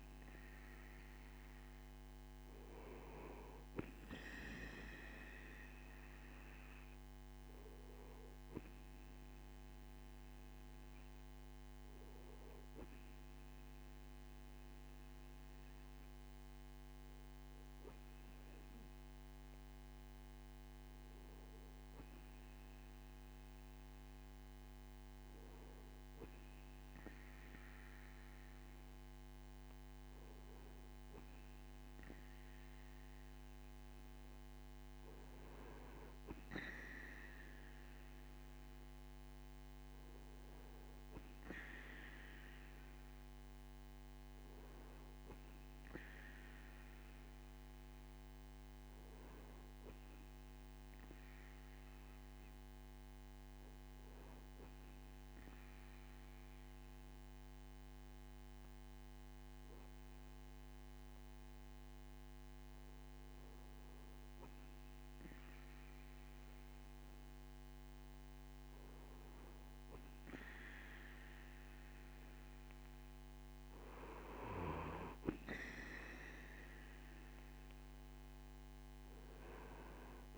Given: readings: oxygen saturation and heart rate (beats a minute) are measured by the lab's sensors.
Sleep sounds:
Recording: breathing in sleep by a microphone on the trachea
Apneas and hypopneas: none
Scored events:
none scored
From the record:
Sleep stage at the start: N2 (light sleep)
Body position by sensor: on the right side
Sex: male

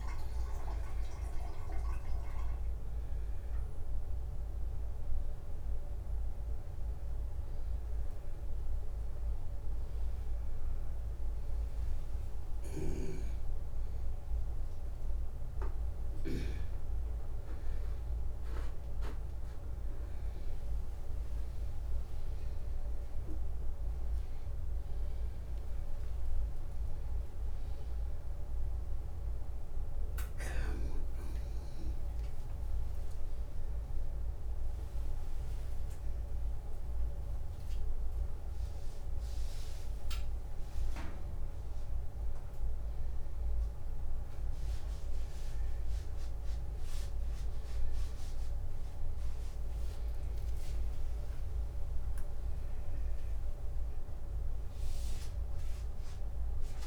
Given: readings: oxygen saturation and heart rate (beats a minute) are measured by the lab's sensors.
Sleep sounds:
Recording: a person awake in a sleep study, by a room microphone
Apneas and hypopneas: none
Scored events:
32.50-47.50 s: oxygen desaturation (device-marked, oxygen 96% before, 93% lowest)
From the record:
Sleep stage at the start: awake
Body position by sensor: upright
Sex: male

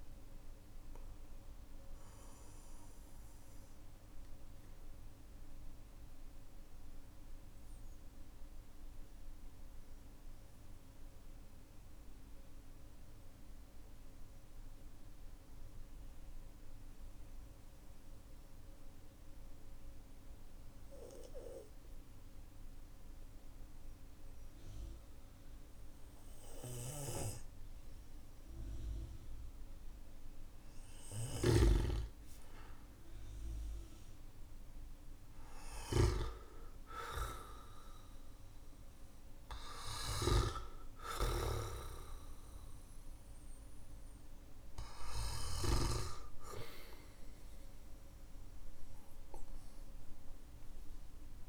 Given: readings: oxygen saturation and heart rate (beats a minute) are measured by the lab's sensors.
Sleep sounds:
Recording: breathing in sleep by a room microphone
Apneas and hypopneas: 1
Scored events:
0.00-9.50 s: oxygen desaturation (device-marked, oxygen 93% lowest, heart rate 46 extreme)
1.50-5.00 s: arousal
7.50-31.50 s: obstructive apnea (oxygen 96% before, 92% lowest, heart rate 52 before, 45 extreme)
30.50-45.50 s: snoring (device-marked)
30.50-51.49 s: oxygen desaturation (device-marked, oxygen 99% before, 92% lowest, heart rate 57 before, 46 extreme)
38.00-44.00 s: arousal
From the record:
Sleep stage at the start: N2 (light sleep)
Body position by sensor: on the back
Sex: male

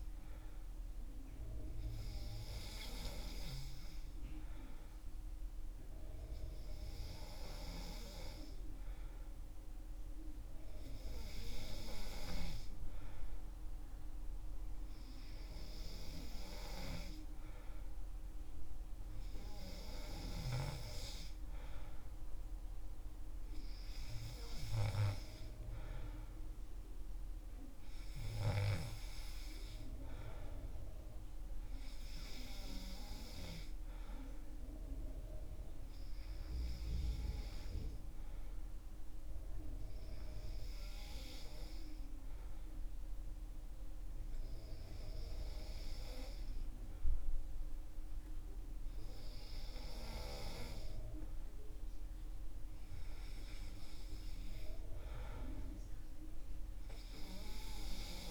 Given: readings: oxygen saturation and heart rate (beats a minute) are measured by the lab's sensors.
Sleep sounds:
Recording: breathing in sleep by a room microphone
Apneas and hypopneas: none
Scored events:
51.50-54.50 s: arousal
From the record:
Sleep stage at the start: N2 (light sleep)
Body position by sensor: on the back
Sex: male

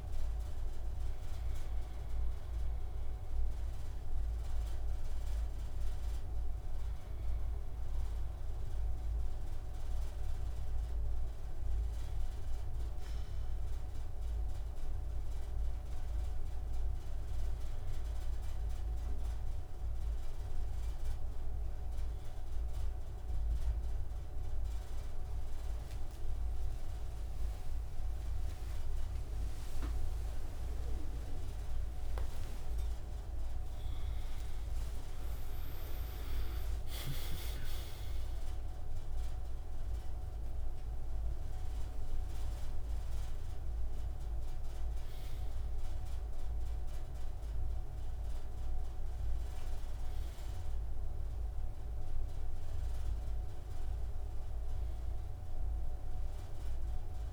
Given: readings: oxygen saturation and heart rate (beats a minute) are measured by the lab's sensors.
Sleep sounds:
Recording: a person awake in a sleep study, hard to hear, by a room microphone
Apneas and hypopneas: none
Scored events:
23.00-57.33 s: new sleep stage, awake
From the record:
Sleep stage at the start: N2 (light sleep)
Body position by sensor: on the right side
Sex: male

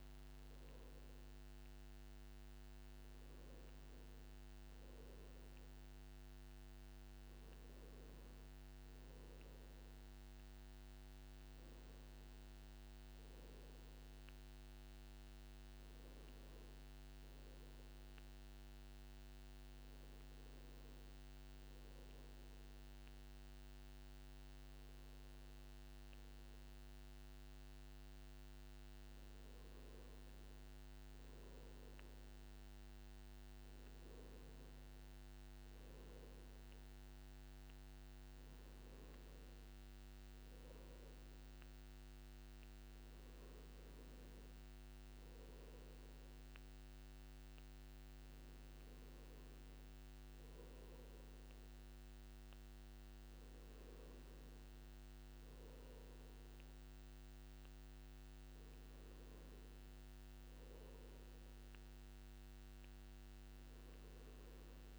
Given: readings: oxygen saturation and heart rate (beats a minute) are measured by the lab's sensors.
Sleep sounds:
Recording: breathing in sleep, hard to hear, by a microphone on the trachea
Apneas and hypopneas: none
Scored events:
none scored
From the record:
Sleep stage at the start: N2 (light sleep)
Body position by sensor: on the back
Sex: male

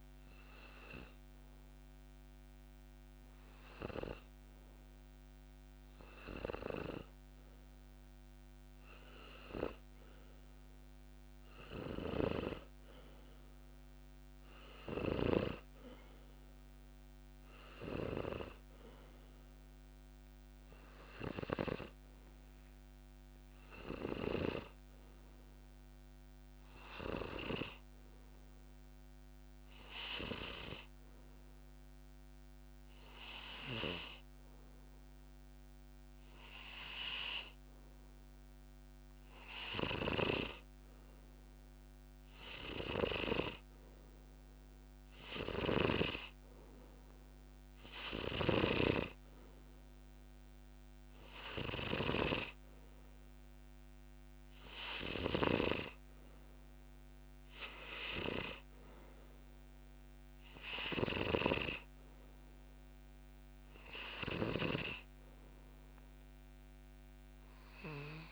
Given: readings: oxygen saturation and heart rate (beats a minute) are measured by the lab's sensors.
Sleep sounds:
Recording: breathing in sleep by a microphone on the trachea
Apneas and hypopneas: none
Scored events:
12.00-15.50 s: snoring (device-marked)
19.50-28.50 s: oxygen desaturation (device-marked, oxygen 95% before, 92% lowest, heart rate 66 before, 61 extreme)
From the record:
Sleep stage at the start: N2 (light sleep)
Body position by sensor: on the back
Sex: male

